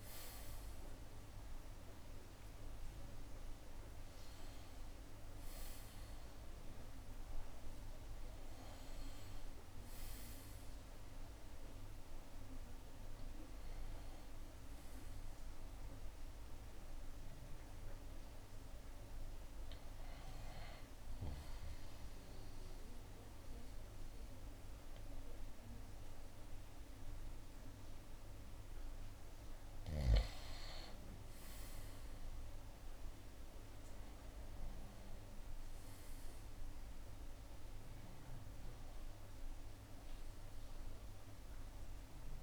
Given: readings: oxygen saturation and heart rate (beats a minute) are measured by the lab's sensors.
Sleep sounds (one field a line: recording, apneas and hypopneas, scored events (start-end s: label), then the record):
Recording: a person partly awake in a sleep study, hard to hear, by a room microphone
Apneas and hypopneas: none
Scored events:
0.00-1.00 s: drop in pulse transit time (device-marked, heart rate 79 extreme)
10.00-42.43 s: new sleep stage, N2 (light sleep)
35.00-42.43 s: oxygen desaturation (device-marked, oxygen 96% before, 91% lowest, heart rate 80 before, 69 extreme)
From the record:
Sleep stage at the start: awake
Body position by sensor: on the right side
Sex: male